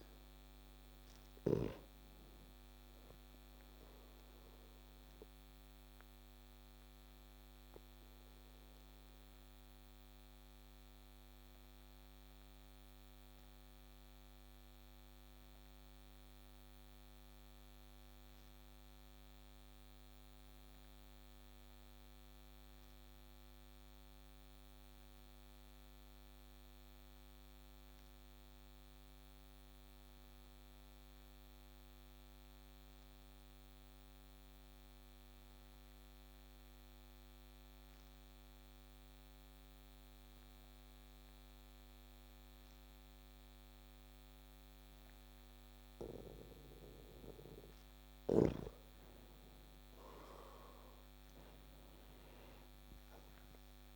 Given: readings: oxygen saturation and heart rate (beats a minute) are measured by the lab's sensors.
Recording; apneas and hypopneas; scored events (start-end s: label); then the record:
breathing in sleep by a microphone on the trachea; 1
0.00-1.50 s: arousal
6.00-46.50 s: obstructive apnea (oxygen 97% before, 90% lowest)
48.00-53.95 s: oxygen desaturation (device-marked, oxygen 95% before, 90% lowest)
50.00-53.95 s: arousal
From the record:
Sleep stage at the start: N2 (light sleep); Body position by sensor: on the back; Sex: male